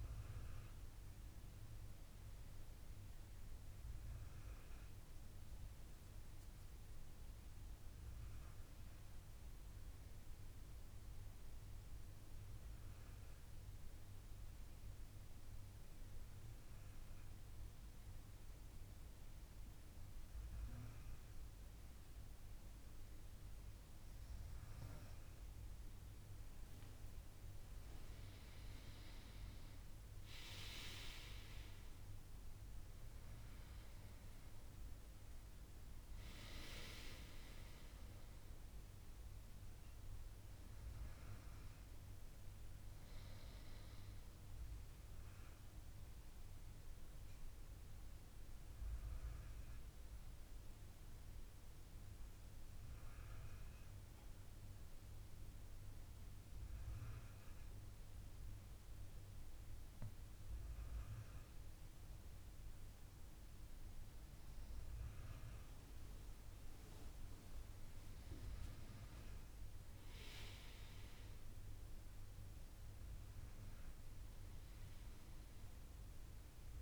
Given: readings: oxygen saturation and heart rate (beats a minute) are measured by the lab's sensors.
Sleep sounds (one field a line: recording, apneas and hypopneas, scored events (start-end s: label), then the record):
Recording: breathing in sleep, hard to hear, by a room microphone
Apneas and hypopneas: 2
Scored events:
0.00-4.50 s: oxygen desaturation (device-marked, oxygen 94% lowest, heart rate 70 extreme)
9.50-25.50 s: mixed apnea (oxygen 99% before, 92% lowest, heart rate 72 before, 70 extreme, up 7 after)
9.50-76.82 s: new sleep stage, N2 (light sleep)
25.50-55.50 s: oxygen desaturation (device-marked, oxygen 97% before, 92% lowest, heart rate 71 before, 71 extreme)
28.50-32.50 s: arousal
45.00-63.00 s: mixed apnea (oxygen 98% before, 92% lowest, heart rate 74 before, 69 extreme, up 3 after)
66.50-72.00 s: arousal
72.50-76.82 s: oxygen desaturation (device-marked, oxygen 98% before, 94% lowest, heart rate 72 before, 66 extreme)
From the record:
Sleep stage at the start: N1 (lightest sleep)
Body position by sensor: on the back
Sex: female